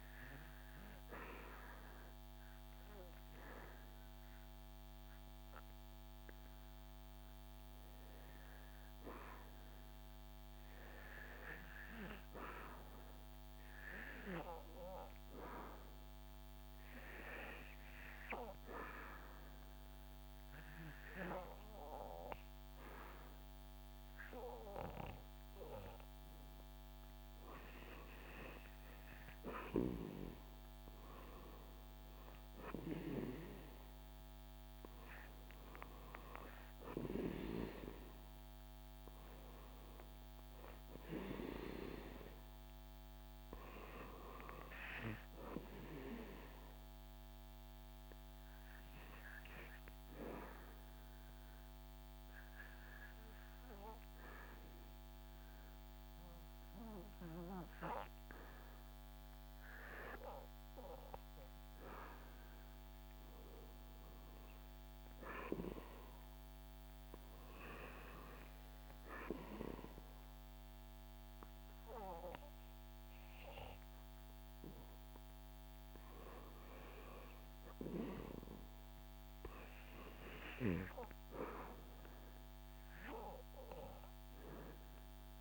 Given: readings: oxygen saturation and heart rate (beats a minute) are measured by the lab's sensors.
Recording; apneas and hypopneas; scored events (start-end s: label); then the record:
breathing in sleep by a microphone on the trachea; 1
0.00-16.00 s: oxygen desaturation (device-marked, oxygen 85% lowest, heart rate 77 extreme)
18.00-30.00 s: oxygen desaturation (device-marked, oxygen 94% before, 89% lowest, heart rate 84 before, 74 extreme)
36.50-40.50 s: arousal
41.00-59.00 s: oxygen desaturation (device-marked, oxygen 91% before, 87% lowest, heart rate 84 before, 74 extreme)
46.00-58.00 s: hypopnea (oxygen 94% before, 87% lowest, heart rate 84 before, 74 extreme, up 5 after)
61.00-65.00 s: arousal
From the record:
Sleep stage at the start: REM sleep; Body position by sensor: on the back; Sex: male